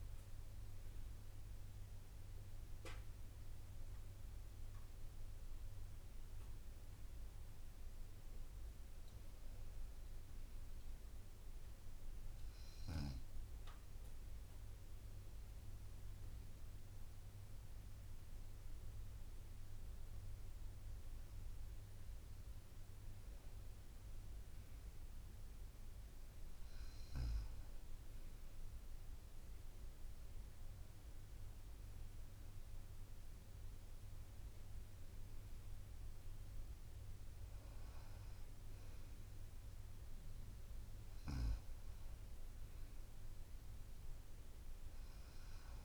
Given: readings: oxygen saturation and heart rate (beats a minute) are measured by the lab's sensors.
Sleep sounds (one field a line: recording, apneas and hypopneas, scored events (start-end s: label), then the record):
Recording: breathing in sleep, hard to hear, by a room microphone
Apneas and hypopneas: none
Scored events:
none scored
From the record:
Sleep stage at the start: N1 (lightest sleep)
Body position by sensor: on the right side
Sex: female